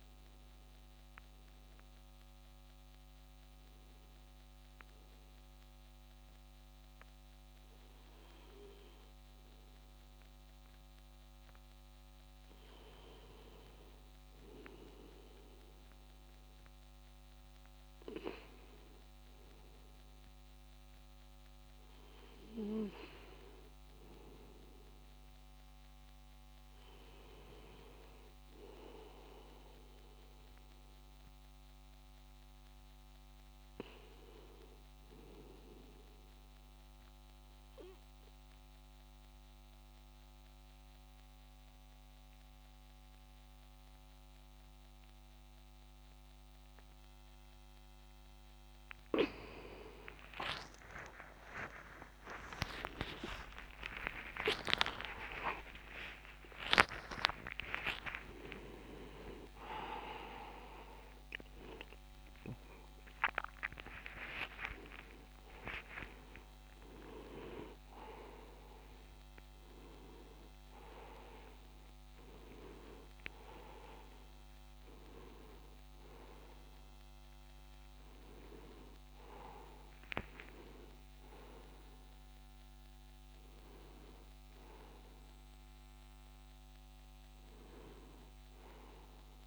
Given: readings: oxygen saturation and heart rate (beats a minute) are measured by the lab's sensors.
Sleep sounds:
a person partly awake in a sleep study, by a microphone on the trachea; 2
5.50-16.50 s: hypopnea (oxygen 96% before, 90% lowest, heart rate 84 before, 80 extreme, up 4 after)
19.00-23.00 s: arousal
36.50-47.50 s: obstructive apnea (oxygen 97% before, 90% lowest, heart rate 82 before, 57 extreme)
63.00-73.00 s: oxygen desaturation (device-marked, oxygen 94% before, 90% lowest)
64.00-89.47 s: new sleep stage, awake
From the record:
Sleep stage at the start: N2 (light sleep); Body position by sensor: on the back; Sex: male

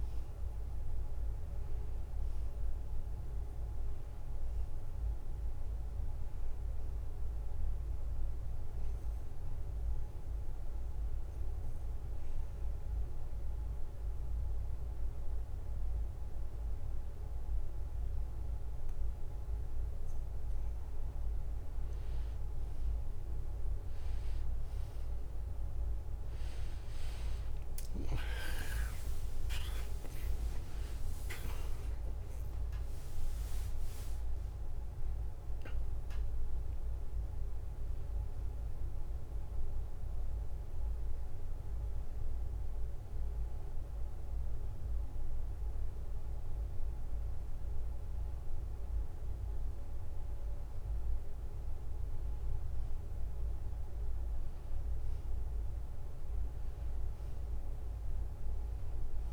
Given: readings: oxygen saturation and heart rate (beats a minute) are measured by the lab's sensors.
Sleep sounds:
breathing in sleep, hard to hear, by a room microphone; 2
9.00-22.00 s: obstructive apnea (oxygen 93% before, 88% lowest, heart rate 75 before, 70 extreme, up 4 after)
25.50-29.00 s: arousal
28.50-59.33 s: oxygen desaturation (device-marked, oxygen 94% before, 88% lowest, heart rate 72 before, 72 extreme)
31.50-46.50 s: drop in pulse transit time (device-marked, heart rate 72 before, 75 extreme)
39.00-50.00 s: hypopnea (oxygen 94% before, 88% lowest, heart rate 74 before, 73 extreme, up 0 after)
53.50-57.50 s: arousal
From the record:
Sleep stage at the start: N2 (light sleep); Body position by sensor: on the back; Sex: male

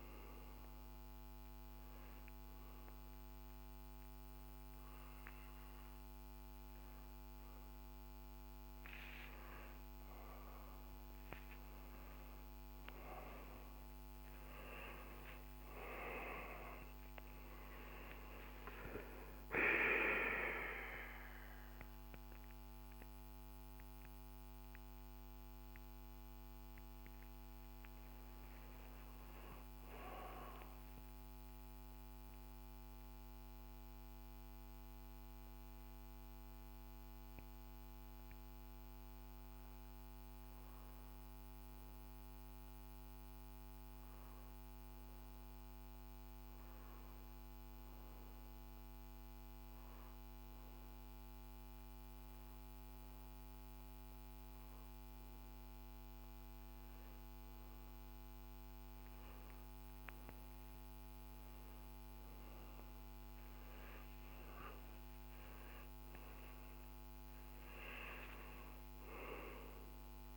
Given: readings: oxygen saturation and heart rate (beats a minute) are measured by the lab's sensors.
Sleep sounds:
a person partly awake in a sleep study, by a microphone on the trachea; 1
0.00-13.00 s: oxygen desaturation (device-marked, oxygen 92% lowest, heart rate 59 extreme)
2.00-32.00 s: new sleep stage, awake
32.00-62.00 s: new sleep stage, N1 (lightest sleep)
34.00-58.50 s: hypopnea (oxygen 98% before, 93% lowest, heart rate 69 before, 58 extreme, up 33 after)
52.00-70.37 s: oxygen desaturation (device-marked, oxygen 98% before, 94% lowest, heart rate 68 before, 58 extreme)
62.00-70.37 s: new sleep stage, N2 (light sleep)
63.00-67.00 s: arousal
65.00-67.00 s: long interval between heartbeats (device-marked, heart rate 70 before, 82 extreme)
From the record:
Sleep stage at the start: N2 (light sleep); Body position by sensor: on the back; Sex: male

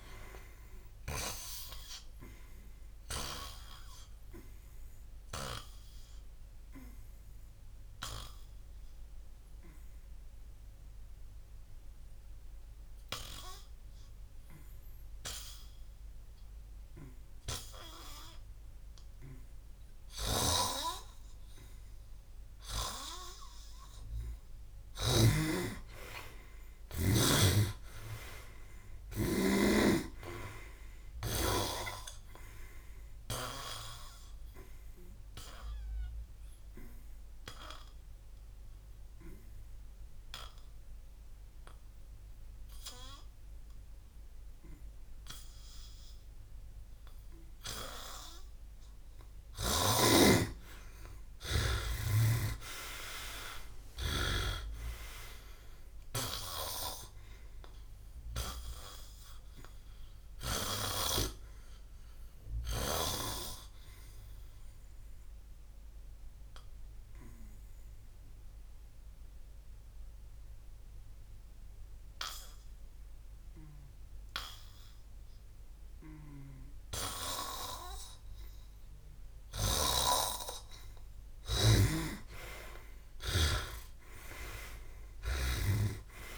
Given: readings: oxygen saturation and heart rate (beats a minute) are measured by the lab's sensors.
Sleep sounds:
breathing in sleep by a room microphone; 3
0.50-22.00 s: hypopnea (oxygen 89% before, 89% lowest, heart rate 64 before, 56 extreme, up 19 after)
20.00-25.00 s: snoring (device-marked)
23.00-28.00 s: arousal
33.00-48.50 s: hypopnea (oxygen 98% before, 92% lowest, heart rate 63 before, 56 extreme, up 22 after)
33.50-48.50 s: oxygen desaturation (device-marked, oxygen 98% before, 94% lowest, heart rate 64 before, 56 extreme)
50.50-54.50 s: arousal
53.50-75.50 s: oxygen desaturation (device-marked, oxygen 96% before, 92% lowest, heart rate 61 before, 56 extreme)
66.00-78.50 s: hypopnea (oxygen 96% before, 92% lowest, heart rate 68 before, 56 extreme, up 18 after)
79.50-83.50 s: snoring (device-marked)
79.50-85.50 s: arousal
From the record:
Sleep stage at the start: N2 (light sleep); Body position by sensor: on the back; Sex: male

